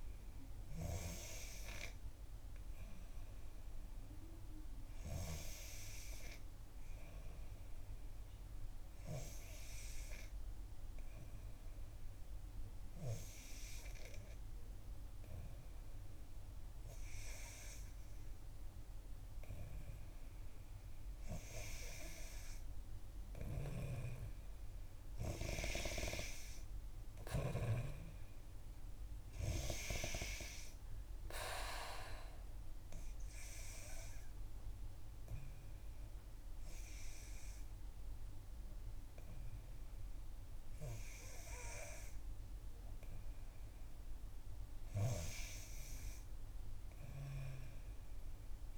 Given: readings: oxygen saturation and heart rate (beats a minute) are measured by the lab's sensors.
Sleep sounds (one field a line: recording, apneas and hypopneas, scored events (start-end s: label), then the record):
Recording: breathing in sleep by a room microphone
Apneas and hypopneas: 2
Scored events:
5.50-21.00 s: hypopnea (oxygen 93% before, 88% lowest, heart rate 62 before, 61 extreme, up 1 after)
23.50-27.00 s: arousal
25.00-47.00 s: oxygen desaturation (device-marked, oxygen 92% before, 88% lowest, heart rate 64 before, 61 extreme)
32.50-43.50 s: obstructive apnea (oxygen 93% before, 88% lowest, heart rate 65 before, 61 extreme, up 4 after)
From the record:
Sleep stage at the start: N3 (deep sleep)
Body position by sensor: on the back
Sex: female